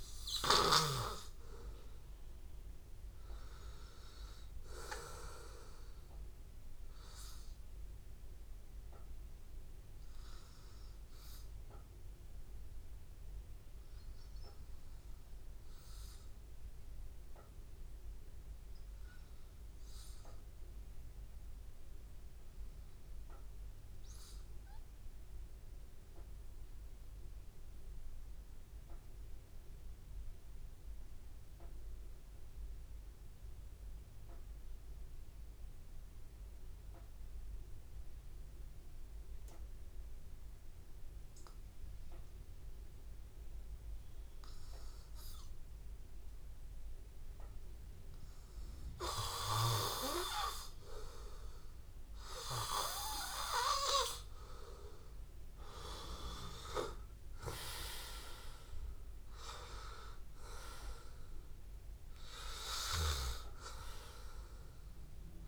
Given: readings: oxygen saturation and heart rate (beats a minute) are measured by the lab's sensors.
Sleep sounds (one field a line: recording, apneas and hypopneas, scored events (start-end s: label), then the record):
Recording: breathing in sleep by a room microphone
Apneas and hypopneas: 1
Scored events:
0.00-6.50 s: oxygen desaturation (device-marked, oxygen 93% lowest, heart rate 82 extreme)
8.50-55.00 s: hypopnea (oxygen 97% before, 91% lowest, heart rate 84 before, 82 extreme, up 3 after)
33.50-65.48 s: oxygen desaturation (device-marked, oxygen 98% before, 91% lowest, heart rate 82 before, 81 extreme)
57.00-61.00 s: arousal
From the record:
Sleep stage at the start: N2 (light sleep)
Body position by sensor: on the back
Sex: male